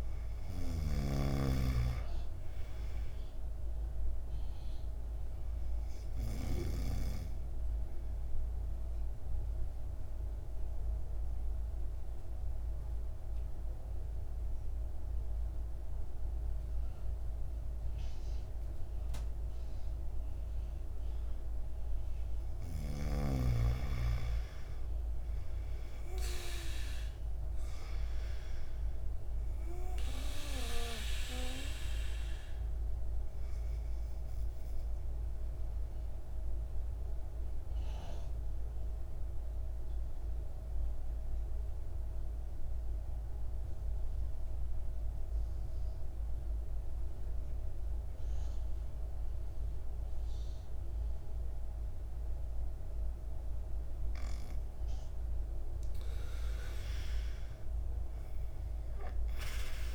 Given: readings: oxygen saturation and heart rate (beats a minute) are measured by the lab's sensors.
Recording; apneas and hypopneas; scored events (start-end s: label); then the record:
breathing in sleep by a room microphone; 2
0.00-19.50 s: oxygen desaturation (device-marked, oxygen 89% lowest, heart rate 53 extreme)
8.50-23.00 s: obstructive apnea (oxygen 99% before, 85% lowest, heart rate 61 before, 53 extreme, up 7 after)
25.00-28.50 s: arousal
31.50-55.50 s: obstructive apnea (oxygen 98% before, 85% lowest, heart rate 57 before, 52 extreme, up 14 after)
32.50-49.50 s: oxygen desaturation (device-marked, oxygen 98% before, 91% lowest, heart rate 57 before, 53 extreme)
56.50-59.95 s: arousal
From the record:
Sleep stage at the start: N2 (light sleep); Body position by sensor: on the back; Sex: male